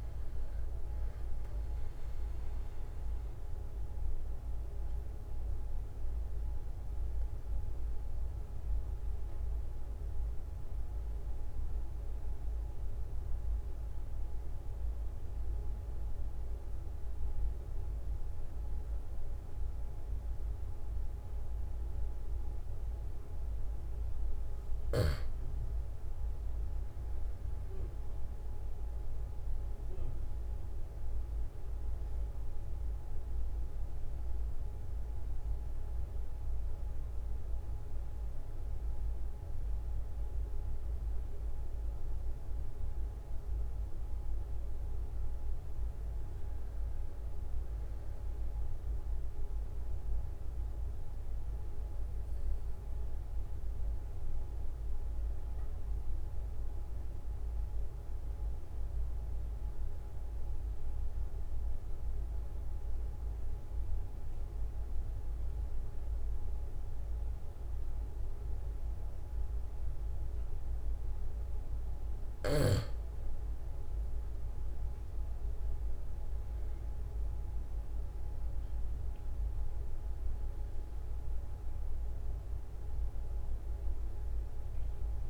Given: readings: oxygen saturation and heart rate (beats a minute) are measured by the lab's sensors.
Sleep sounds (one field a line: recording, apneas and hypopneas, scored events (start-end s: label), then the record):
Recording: breathing in sleep, hard to hear, by a room microphone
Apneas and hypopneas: 2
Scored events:
2.00-25.00 s: obstructive apnea (oxygen 97% before, 93% lowest, heart rate 46 before, 43 extreme, up 4 after)
27.50-32.50 s: arousal
49.00-71.00 s: obstructive apnea (oxygen 96% before, 92% lowest, heart rate 47 before, 43 extreme, up 3 after)
74.00-79.00 s: arousal
From the record:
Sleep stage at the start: N2 (light sleep)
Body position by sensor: on the back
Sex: male